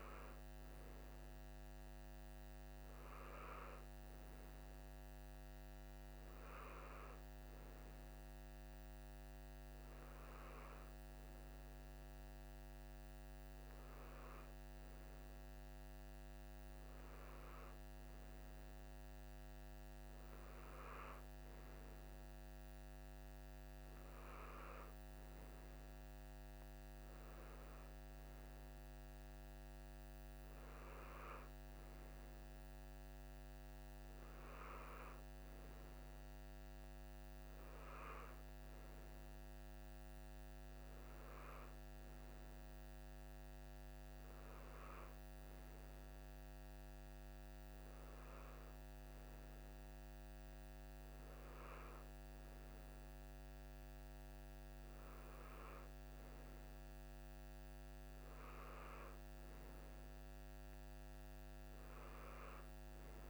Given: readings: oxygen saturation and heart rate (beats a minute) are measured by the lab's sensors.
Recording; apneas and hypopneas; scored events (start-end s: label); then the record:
breathing in sleep, hard to hear, by a microphone on the trachea; none
none scored
From the record:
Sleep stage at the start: N3 (deep sleep); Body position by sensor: on the right side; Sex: male